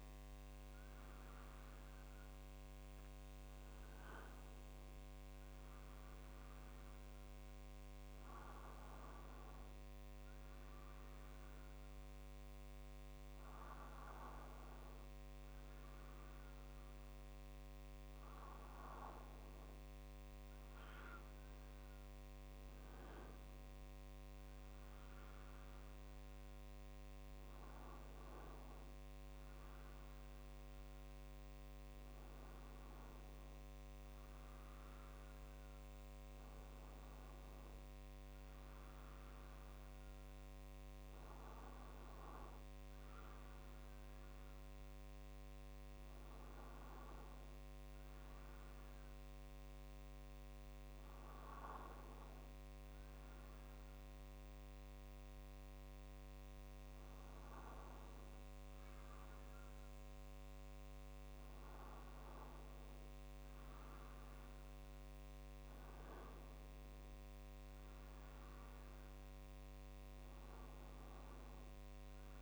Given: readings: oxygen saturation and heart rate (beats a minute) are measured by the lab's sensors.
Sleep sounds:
breathing in sleep, hard to hear, by a microphone on the trachea; none
63.00-67.00 s: arousal
From the record:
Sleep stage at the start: N2 (light sleep); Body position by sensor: on the right side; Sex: male

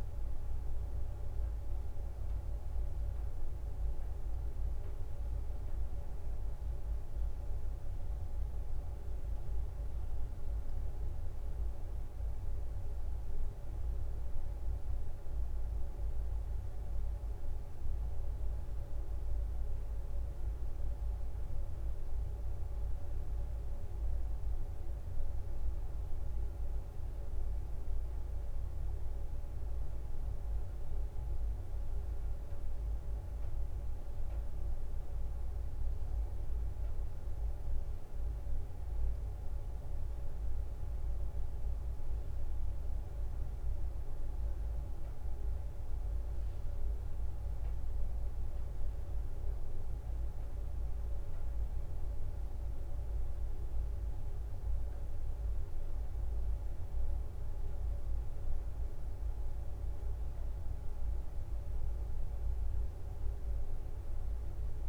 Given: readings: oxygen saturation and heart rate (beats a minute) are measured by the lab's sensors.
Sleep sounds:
a person awake in a sleep study, hard to hear, by a room microphone; none
47.00-54.50 s: leg movement (device-marked)
From the record:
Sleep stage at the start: awake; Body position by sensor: on the right side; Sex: female

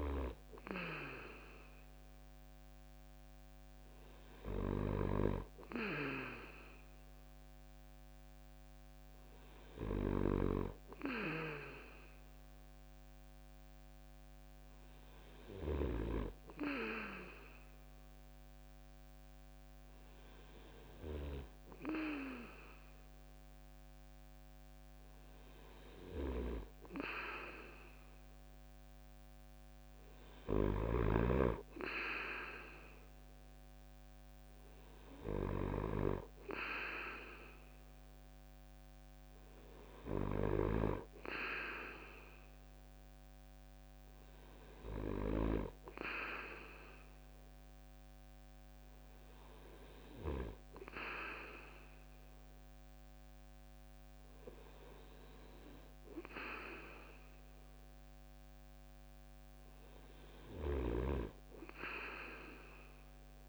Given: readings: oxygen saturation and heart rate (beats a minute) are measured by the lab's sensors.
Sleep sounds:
breathing in sleep by a microphone on the trachea; none
25.50-30.50 s: snoring (device-marked)
60.00-63.49 s: snoring (device-marked)
From the record:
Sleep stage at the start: N2 (light sleep); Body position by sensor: on the right side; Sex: male

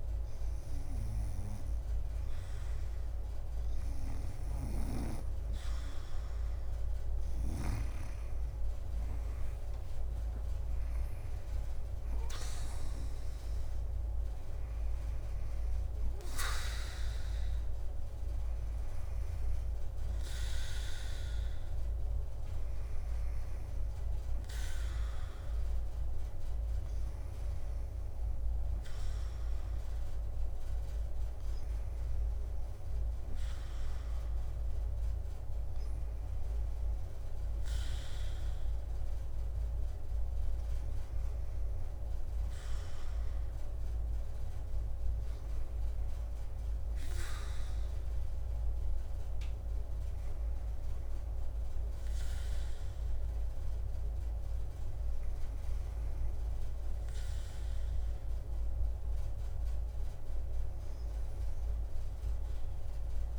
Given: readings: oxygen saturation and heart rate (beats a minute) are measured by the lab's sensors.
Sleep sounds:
breathing in sleep by a room microphone; none
0.00-3.00 s: drop in pulse transit time (device-marked, heart rate 63 extreme)
0.00-8.00 s: oxygen desaturation (device-marked, oxygen 91% lowest, heart rate 62 extreme)
4.00-7.50 s: snoring (device-marked)
7.00-11.50 s: arousal
7.50-11.50 s: leg movement (device-marked)
9.00-24.00 s: drop in pulse transit time (device-marked, heart rate 65 before, 68 extreme)
9.50-11.50 s: long interval between heartbeats (device-marked, heart rate 65 before, 79 extreme)
44.50-48.00 s: leg movement (device-marked)
49.00-63.39 s: new sleep stage, REM sleep
From the record:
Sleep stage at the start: N2 (light sleep); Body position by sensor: on the back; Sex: female

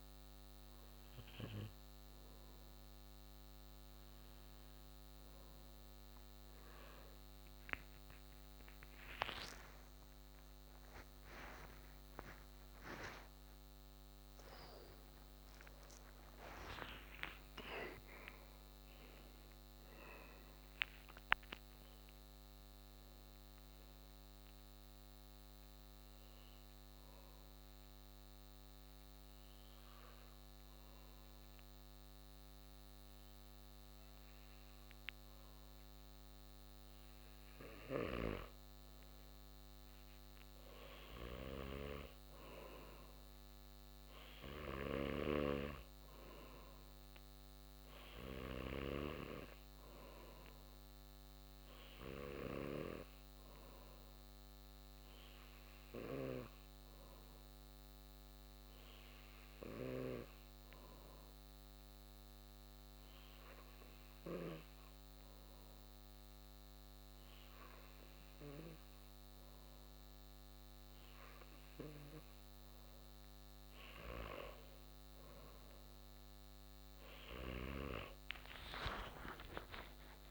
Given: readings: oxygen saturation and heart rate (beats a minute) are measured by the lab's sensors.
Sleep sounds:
breathing in sleep by a microphone on the trachea; 2
11.50-17.50 s: arousal
25.50-36.50 s: obstructive apnea (oxygen 96% before, 94% lowest)
39.00-43.50 s: arousal
46.00-62.00 s: oxygen desaturation (device-marked, oxygen 97% before, 94% lowest, heart rate 54 before, 25 extreme)
58.50-73.50 s: obstructive apnea (oxygen 97% before, 94% lowest, heart rate 31 before, 76 extreme)
77.50-80.31 s: arousal
From the record:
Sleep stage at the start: N2 (light sleep); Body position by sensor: on the back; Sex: male

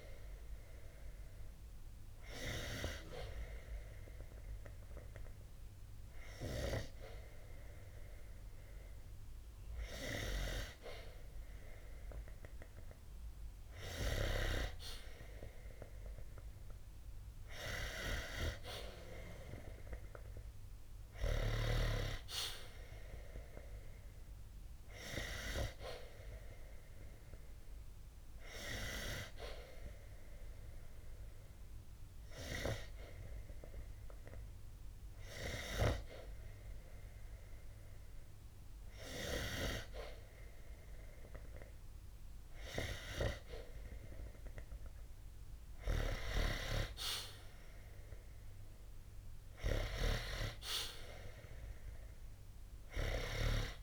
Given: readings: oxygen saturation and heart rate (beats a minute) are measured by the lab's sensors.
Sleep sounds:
breathing in sleep by a room microphone; 2
1.00-12.00 s: hypopnea (oxygen 93% before, 91% lowest, heart rate 61 before, 60 extreme, up 3 after)
14.50-18.00 s: arousal
29.00-40.50 s: hypopnea (oxygen 94% before, 91% lowest, heart rate 65 before, 60 extreme, up 8 after)
43.50-46.00 s: arousal
From the record:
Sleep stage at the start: N2 (light sleep); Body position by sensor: on the back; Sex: male

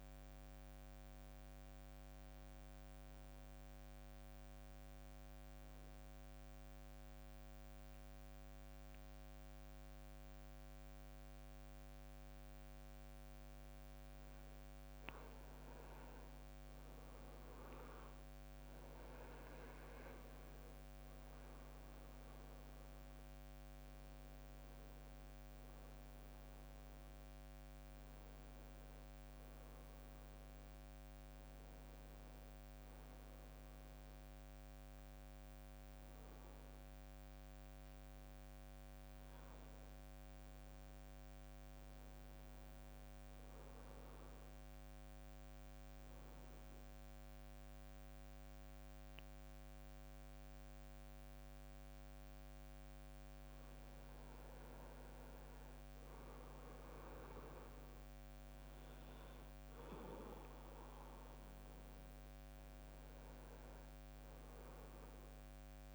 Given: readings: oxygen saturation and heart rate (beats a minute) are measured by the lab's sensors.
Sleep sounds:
breathing in sleep, hard to hear, by a microphone on the trachea; 2
5.00-16.00 s: central apnea (oxygen 98% before, 94% lowest, heart rate 65 before, 62 extreme, up 7 after)
18.00-22.50 s: arousal
21.50-38.50 s: oxygen desaturation (device-marked, oxygen 98% before, 94% lowest, heart rate 66 before, 61 extreme)
45.00-55.00 s: mixed apnea (oxygen 98% before, 92% lowest, heart rate 65 before, 63 extreme, up 6 after)
57.00-60.50 s: arousal
From the record:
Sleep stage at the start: N2 (light sleep); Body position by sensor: on the back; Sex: male

